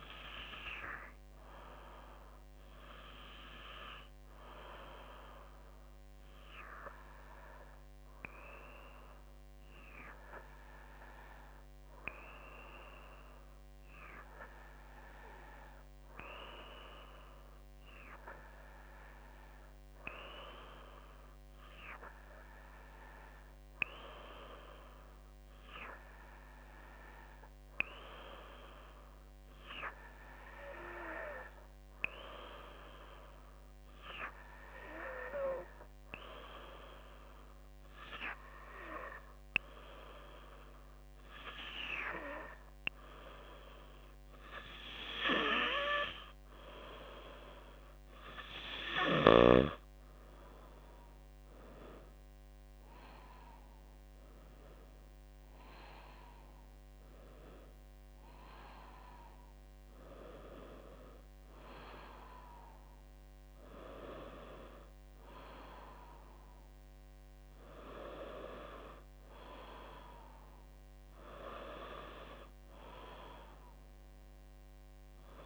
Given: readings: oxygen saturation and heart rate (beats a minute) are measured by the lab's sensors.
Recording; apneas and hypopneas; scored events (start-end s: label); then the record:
breathing in sleep by a microphone on the trachea; 1
16.00-47.50 s: hypopnea (oxygen 98% before, 95% lowest, heart rate 55 before, 52 extreme, up 5 after)
51.50-55.00 s: arousal
From the record:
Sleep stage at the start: N2 (light sleep); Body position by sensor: on the back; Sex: female